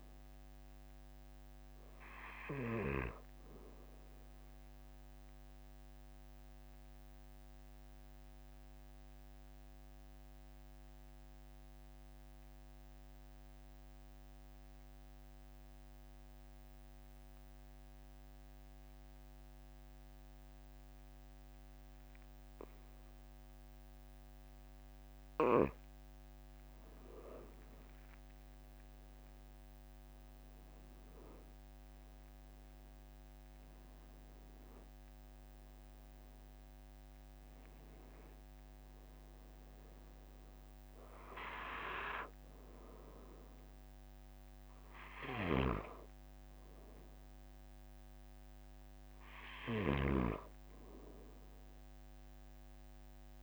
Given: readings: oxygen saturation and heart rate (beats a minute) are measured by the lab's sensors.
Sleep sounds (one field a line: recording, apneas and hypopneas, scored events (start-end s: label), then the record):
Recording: breathing in sleep by a microphone on the trachea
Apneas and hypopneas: 1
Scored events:
0.00-3.00 s: snoring (device-marked)
4.50-26.00 s: obstructive apnea (oxygen 96% before, 92% lowest, heart rate 45 before, 42 extreme, up 4 after)
28.00-32.00 s: arousal
45.50-50.50 s: snoring (device-marked)
From the record:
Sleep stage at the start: N2 (light sleep)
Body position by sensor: on the back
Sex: male